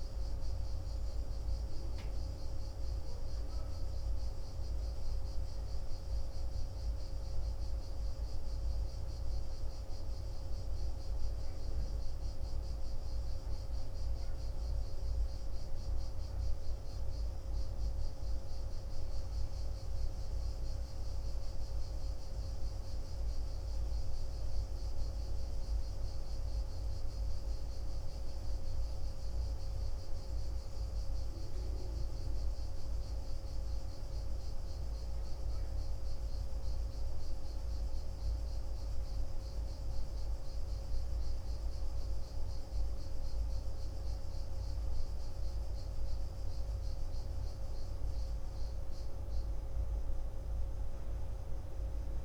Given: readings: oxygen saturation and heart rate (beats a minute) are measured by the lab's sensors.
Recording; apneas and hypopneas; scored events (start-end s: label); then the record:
breathing in sleep, hard to hear, by a room microphone; none
none scored
From the record:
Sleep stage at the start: N1 (lightest sleep); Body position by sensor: on the back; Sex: male